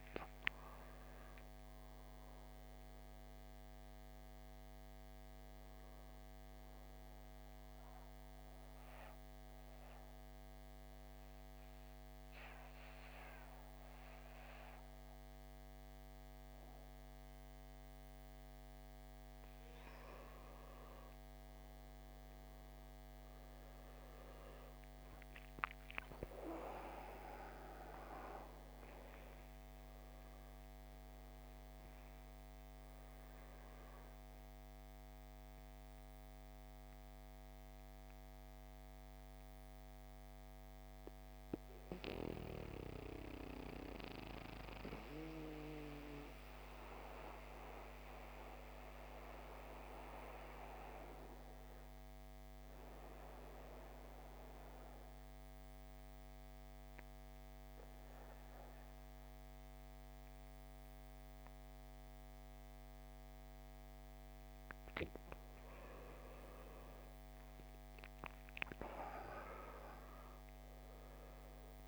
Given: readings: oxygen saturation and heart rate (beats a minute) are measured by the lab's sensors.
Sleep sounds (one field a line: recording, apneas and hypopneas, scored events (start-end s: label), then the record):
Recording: breathing in sleep by a microphone on the trachea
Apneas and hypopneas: 2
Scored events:
0.00-4.00 s: arousal
7.00-19.50 s: central apnea (oxygen 98% before, 89% lowest, heart rate 79 before, 52 extreme, up 11 after)
22.50-27.00 s: arousal
23.00-45.00 s: oxygen desaturation (device-marked, oxygen 97% before, 89% lowest, heart rate 62 before, 51 extreme)
35.50-64.50 s: mixed apnea (oxygen 97% before, 87% lowest, heart rate 62 before, 51 extreme, up 11 after)
66.50-71.50 s: arousal
67.00-71.88 s: oxygen desaturation (device-marked, oxygen 97% before, 87% lowest, heart rate 56 before, 49 extreme)
From the record:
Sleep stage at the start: N2 (light sleep)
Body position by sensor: on the back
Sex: male